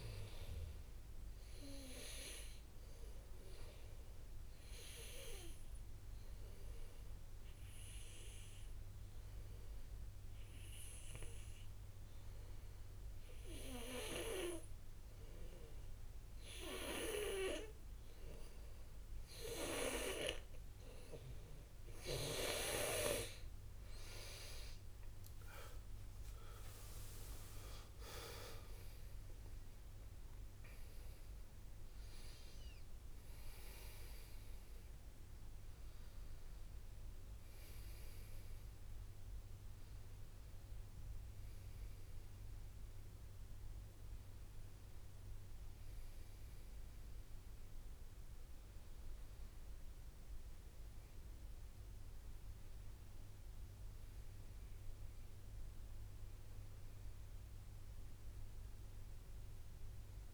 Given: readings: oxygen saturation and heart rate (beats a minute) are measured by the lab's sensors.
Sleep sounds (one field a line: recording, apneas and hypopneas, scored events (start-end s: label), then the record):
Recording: breathing in sleep by a room microphone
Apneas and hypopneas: 1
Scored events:
6.00-20.50 s: obstructive apnea (oxygen 100% before, 92% lowest, heart rate 58 before, 38 extreme, up 7 after)
17.00-19.00 s: long interval between heartbeats (device-marked, heart rate 59 before, 59 extreme)
21.00-23.00 s: long interval between heartbeats (device-marked, heart rate 59 before, 47 extreme)
23.50-41.50 s: oxygen desaturation (device-marked, oxygen 99% before, 92% lowest, heart rate 57 before, 35 extreme)
25.50-30.00 s: arousal
26.50-28.50 s: long interval between heartbeats (device-marked, heart rate 55 before, 54 extreme)
55.50-59.50 s: arousal
From the record:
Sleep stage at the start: N2 (light sleep)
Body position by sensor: on the back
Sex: male